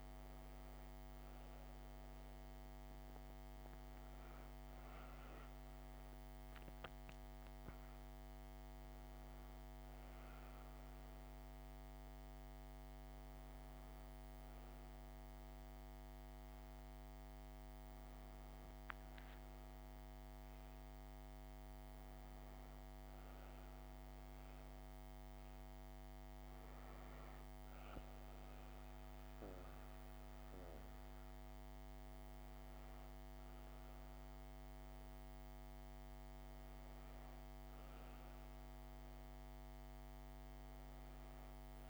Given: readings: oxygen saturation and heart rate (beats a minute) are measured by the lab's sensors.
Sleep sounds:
breathing in sleep, hard to hear, by a microphone on the trachea; none
5.00-9.00 s: arousal
From the record:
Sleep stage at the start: N2 (light sleep); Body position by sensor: on the back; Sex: female

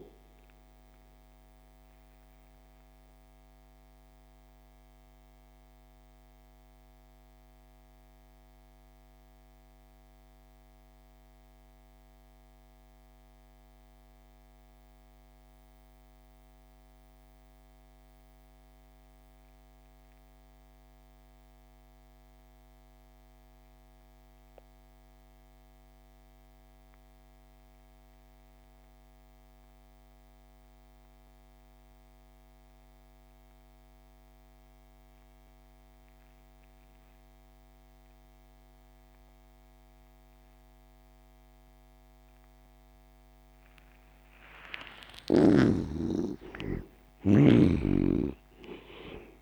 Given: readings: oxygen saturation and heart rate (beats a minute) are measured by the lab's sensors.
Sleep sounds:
breathing in sleep by a microphone on the trachea; 1
0.00-15.50 s: oxygen desaturation (device-marked, oxygen 74% lowest)
4.00-44.50 s: mixed apnea (oxygen 97% before, 68% lowest)
25.50-49.41 s: oxygen desaturation (device-marked, oxygen 98% before, 68% lowest)
45.00-49.41 s: arousal
From the record:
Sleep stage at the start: N2 (light sleep); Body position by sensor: on the back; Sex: male

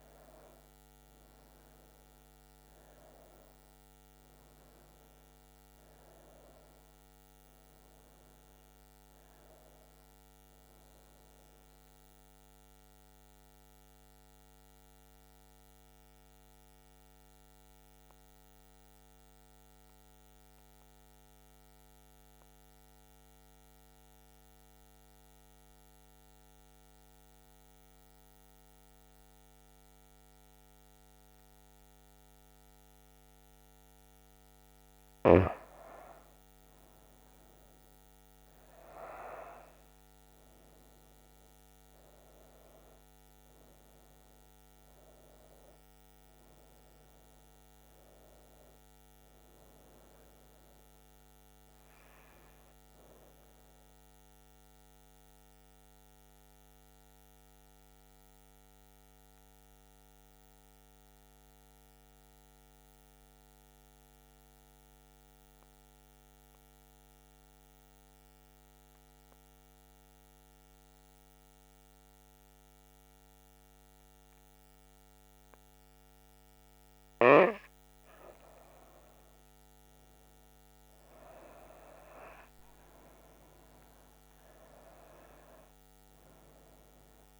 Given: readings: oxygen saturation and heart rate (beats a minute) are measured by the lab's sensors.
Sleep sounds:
breathing in sleep by a microphone on the trachea; 2
0.00-4.00 s: oxygen desaturation (device-marked, oxygen 93% lowest, heart rate 67 extreme)
12.50-33.50 s: central apnea (oxygen 97% before, 91% lowest, heart rate 83 before, 67 extreme, up 9 after)
29.00-56.00 s: oxygen desaturation (device-marked, oxygen 97% before, 92% lowest, heart rate 78 before, 68 extreme)
36.50-40.50 s: arousal
56.00-77.00 s: mixed apnea (oxygen 97% before, 91% lowest, heart rate 77 before, 68 extreme, up 5 after)
75.00-87.40 s: oxygen desaturation (device-marked, oxygen 97% before, 91% lowest, heart rate 71 before, 65 extreme)
79.00-82.00 s: arousal
From the record:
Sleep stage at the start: N2 (light sleep); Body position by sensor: on the right side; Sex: female

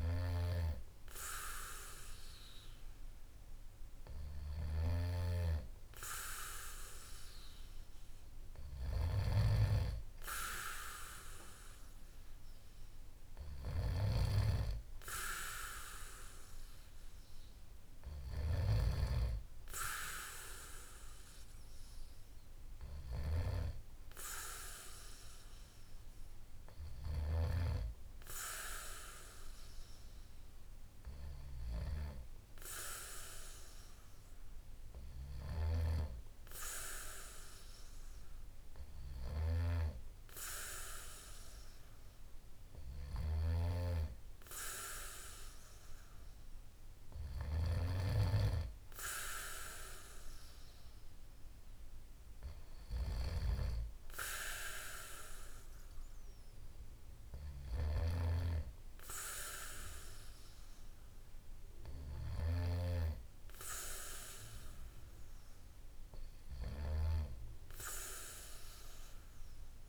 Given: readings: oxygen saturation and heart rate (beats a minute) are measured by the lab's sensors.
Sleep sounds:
breathing in sleep by a room microphone; none
46.00-51.50 s: arousal
From the record:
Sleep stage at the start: N2 (light sleep); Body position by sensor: on the back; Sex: male

